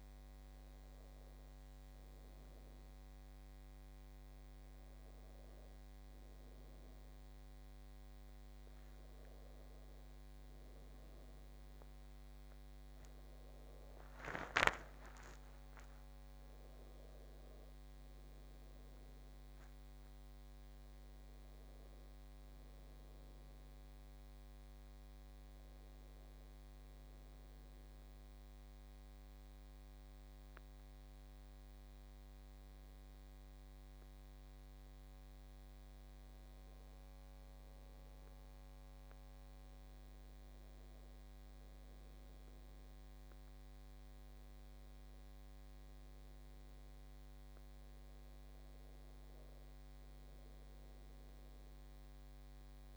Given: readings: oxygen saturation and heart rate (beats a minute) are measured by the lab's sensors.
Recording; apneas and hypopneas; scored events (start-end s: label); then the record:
breathing in sleep, hard to hear, by a microphone on the trachea; none
16.00-20.50 s: arousal
From the record:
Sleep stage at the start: N1 (lightest sleep); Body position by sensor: on the back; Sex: female